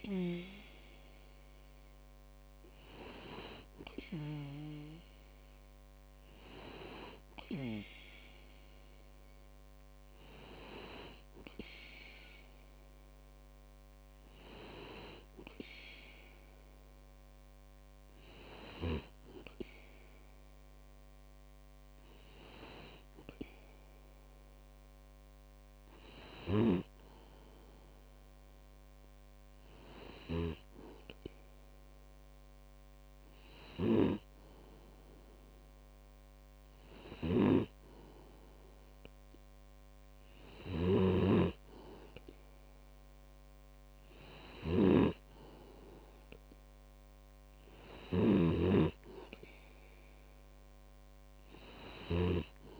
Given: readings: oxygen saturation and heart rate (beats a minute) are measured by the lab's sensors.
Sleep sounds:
breathing in sleep by a microphone on the trachea; none
48.00-52.50 s: snoring (device-marked)
From the record:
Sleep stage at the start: N2 (light sleep); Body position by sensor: on the back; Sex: male

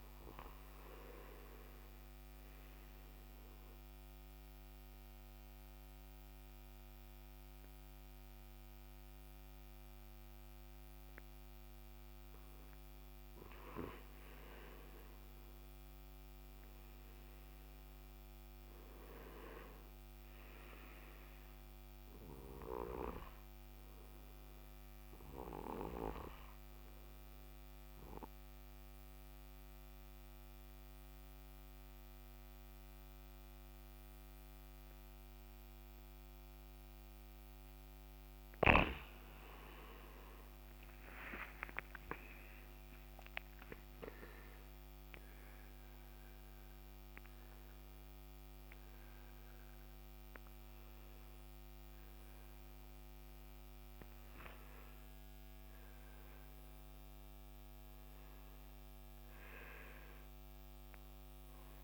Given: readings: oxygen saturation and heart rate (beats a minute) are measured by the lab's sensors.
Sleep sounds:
breathing in sleep by a microphone on the trachea; 2
3.50-13.50 s: obstructive apnea (oxygen 96% before, 94% lowest, heart rate 67 before, 64 extreme, up 7 after)
16.00-20.00 s: arousal
26.50-39.00 s: obstructive apnea (oxygen 95% before, 94% lowest, heart rate 69 before, 64 extreme, up 24 after)
40.50-46.00 s: arousal
From the record:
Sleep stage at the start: N2 (light sleep); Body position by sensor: on the right side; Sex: male

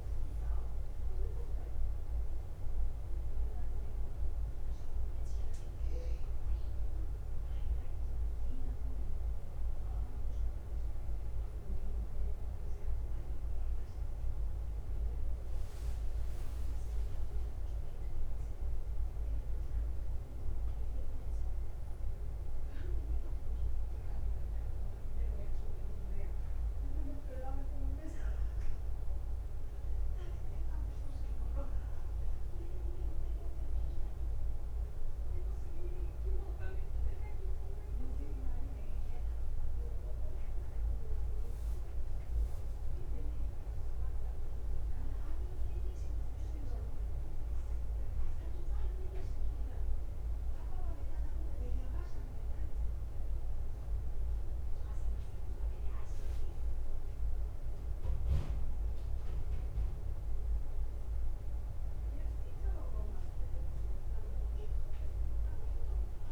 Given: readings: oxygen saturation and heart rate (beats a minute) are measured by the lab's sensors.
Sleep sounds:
a person awake in a sleep study, hard to hear, by a room microphone; none
29.50-31.50 s: long interval between heartbeats (device-marked, heart rate 64 before, 78 extreme)
31.00-44.00 s: bradycardia (device-marked, heart rate 56 before, 47 extreme)
38.00-40.00 s: long interval between heartbeats (device-marked, heart rate 64 before, 52 extreme)
51.00-53.00 s: long interval between heartbeats (device-marked, heart rate 55 before, 65 extreme)
52.00-66.31 s: new sleep stage, N1 (lightest sleep)
53.00-59.00 s: bradycardia (device-marked, heart rate 56 before, 52 extreme)
64.00-66.00 s: long interval between heartbeats (device-marked, heart rate 60 before, 66 extreme)
From the record:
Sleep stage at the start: awake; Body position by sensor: on the back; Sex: male

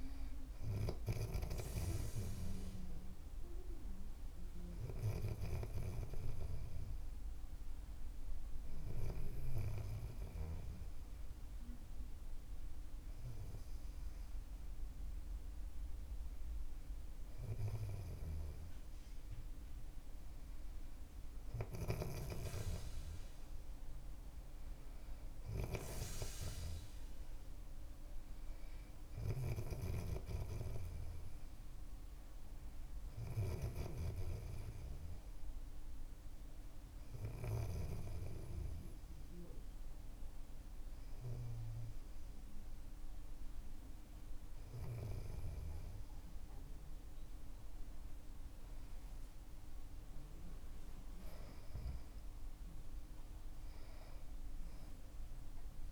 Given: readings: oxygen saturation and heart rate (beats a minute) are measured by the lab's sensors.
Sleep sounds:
breathing in sleep by a room microphone; none
43.00-55.92 s: new sleep stage, N2 (light sleep)
49.00-53.00 s: arousal
From the record:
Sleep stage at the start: N3 (deep sleep); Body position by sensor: on the back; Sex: male

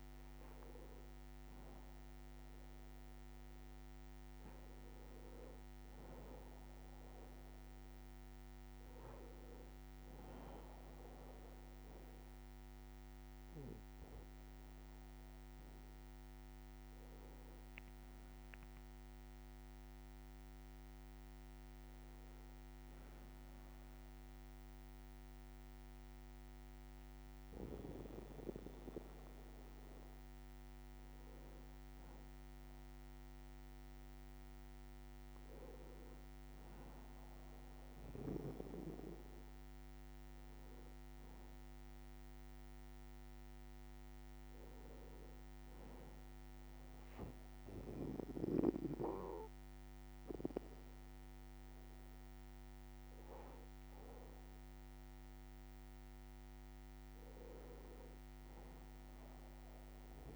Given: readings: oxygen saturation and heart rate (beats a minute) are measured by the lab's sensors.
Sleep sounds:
breathing in sleep by a microphone on the trachea; none
28.50-60.36 s: new sleep stage, N2 (light sleep)
From the record:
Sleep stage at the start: N1 (lightest sleep); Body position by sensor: on the back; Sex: male

